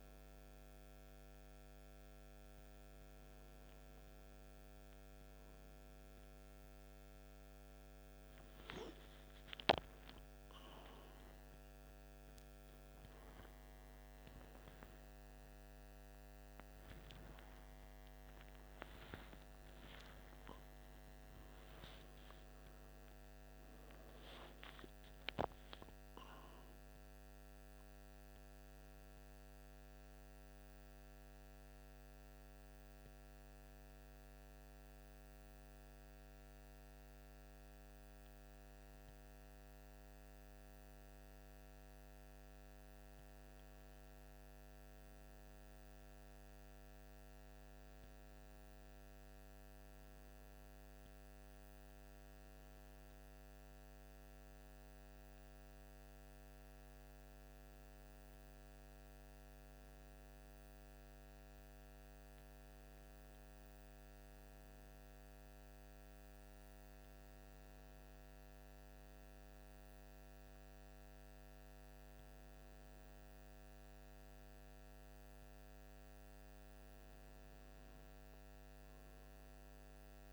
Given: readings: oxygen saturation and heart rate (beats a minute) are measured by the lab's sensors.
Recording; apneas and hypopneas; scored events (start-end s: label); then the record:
a person awake in a sleep study, hard to hear, by a microphone on the trachea; none
47.00-80.32 s: new sleep stage, N1 (lightest sleep)
From the record:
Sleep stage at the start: awake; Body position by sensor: on the right side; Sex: male